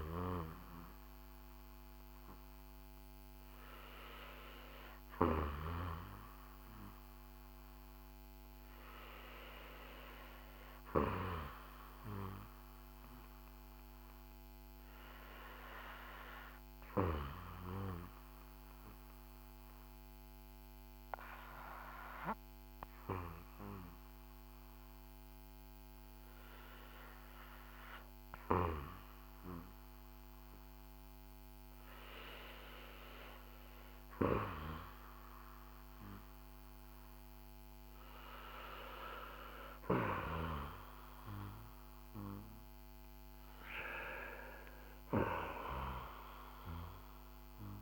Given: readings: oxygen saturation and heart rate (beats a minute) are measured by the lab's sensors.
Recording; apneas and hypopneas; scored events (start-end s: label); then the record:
breathing in sleep by a microphone on the trachea; 1
0.00-14.00 s: oxygen desaturation (device-marked, oxygen 77% lowest, heart rate 54 extreme)
11.50-32.00 s: obstructive apnea (oxygen 83% before, 81% lowest, heart rate 62 before, 54 extreme, up 6 after)
34.50-39.50 s: arousal
44.00-47.82 s: oxygen desaturation (device-marked, oxygen 89% before, 83% lowest, heart rate 62 before, 54 extreme)
From the record:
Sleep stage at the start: REM sleep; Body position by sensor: on the back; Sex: male